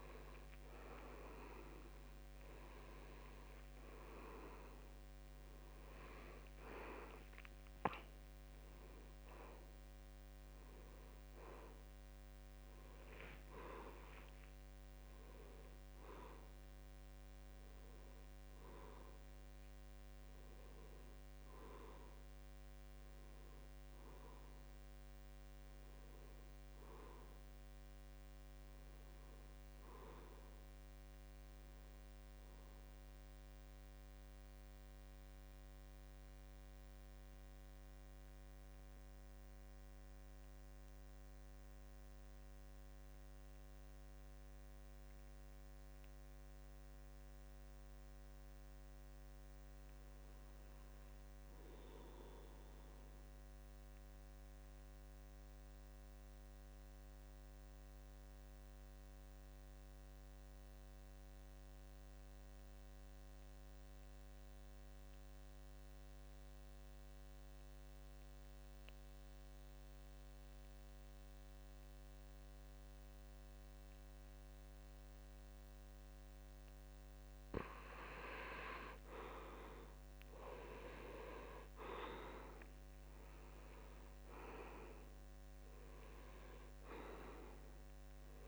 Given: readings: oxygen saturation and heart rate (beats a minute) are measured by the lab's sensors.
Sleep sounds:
a person partly awake in a sleep study, by a microphone on the trachea; 2
0.00-28.00 s: oxygen desaturation (device-marked, oxygen 79% lowest, heart rate 67 extreme)
29.00-88.48 s: new sleep stage, N2 (light sleep)
33.00-46.50 s: central apnea (oxygen 98% before, 80% lowest, heart rate 70 before, 67 extreme, up 7 after)
48.00-51.00 s: arousal
51.00-88.48 s: oxygen desaturation (device-marked, oxygen 96% before, 80% lowest, heart rate 69 before, 67 extreme)
55.50-76.00 s: obstructive apnea (oxygen 98% before, 80% lowest, heart rate 70 before, 70 extreme, up 4 after)
79.50-83.00 s: arousal
From the record:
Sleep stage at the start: awake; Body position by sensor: on the back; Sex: male

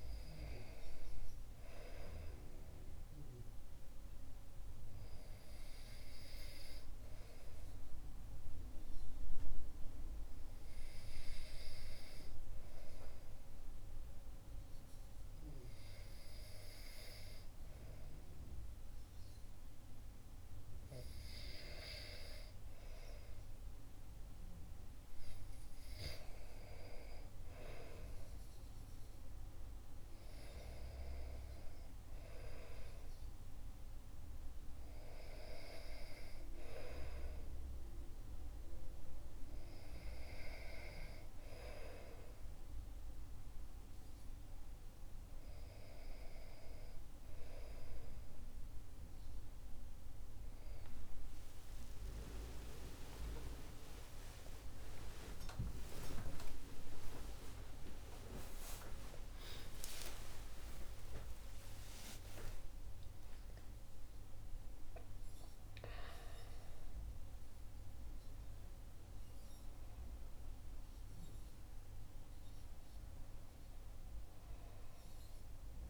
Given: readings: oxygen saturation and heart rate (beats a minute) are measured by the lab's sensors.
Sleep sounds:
breathing in sleep by a room microphone; 1
8.50-22.50 s: hypopnea (oxygen 97% before, 95% lowest, heart rate 66 before, 64 extreme, up 1 after)
25.00-28.00 s: arousal
52.50-59.00 s: arousal
From the record:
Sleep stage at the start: REM sleep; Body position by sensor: on the back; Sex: male

